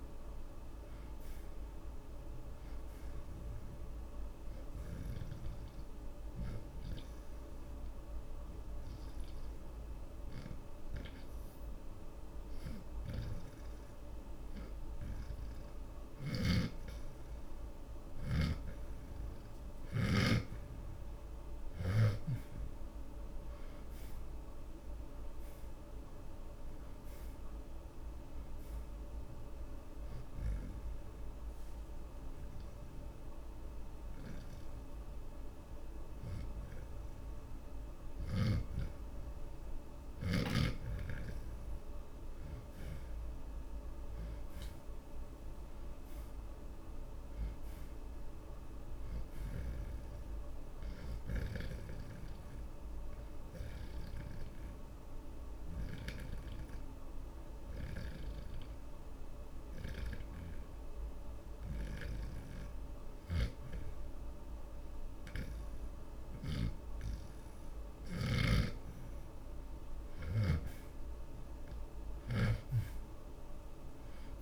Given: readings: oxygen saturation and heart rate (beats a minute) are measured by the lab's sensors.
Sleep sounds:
breathing in sleep by a room microphone; 3
0.00-1.50 s: arousal
0.00-19.50 s: oxygen desaturation (device-marked, oxygen 69% lowest)
6.00-20.00 s: hypopnea (oxygen 82% before, 69% lowest)
16.50-20.50 s: snoring (device-marked)
22.00-25.50 s: arousal
27.50-45.50 s: oxygen desaturation (device-marked, oxygen 85% before, 71% lowest)
31.50-42.50 s: hypopnea (oxygen 85% before, 71% lowest)
44.00-47.00 s: arousal
50.50-65.50 s: oxygen desaturation (device-marked, oxygen 83% before, 73% lowest)
54.00-69.50 s: hypopnea (oxygen 83% before, 69% lowest)
63.50-74.42 s: snoring (device-marked)
72.00-74.42 s: arousal
From the record:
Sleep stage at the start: N2 (light sleep); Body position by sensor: on the back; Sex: male

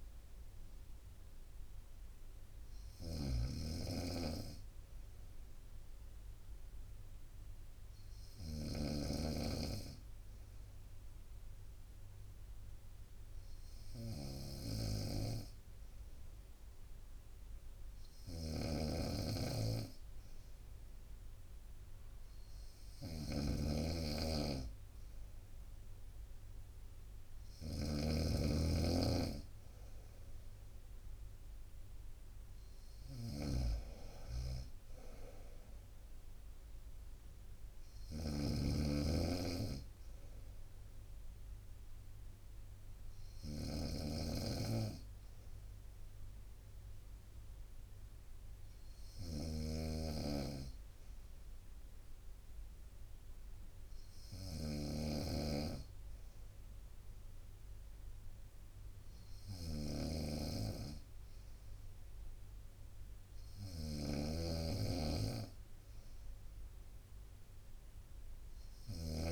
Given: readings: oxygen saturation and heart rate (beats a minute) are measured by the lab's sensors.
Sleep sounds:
breathing in sleep by a room microphone; 2
0.00-69.32 s: snoring (device-marked)
6.50-18.50 s: obstructive apnea (oxygen 96% before, 94% lowest, heart rate 62 before, 61 extreme, up 3 after)
20.50-24.00 s: arousal
40.50-54.00 s: obstructive apnea (oxygen 96% before, 94% lowest, heart rate 63 before, 59 extreme, up 3 after)
44.00-46.00 s: bradycardia (device-marked, heart rate 62 before, 60 extreme)
56.00-59.50 s: arousal
From the record:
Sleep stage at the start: N2 (light sleep); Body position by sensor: on the right side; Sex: female

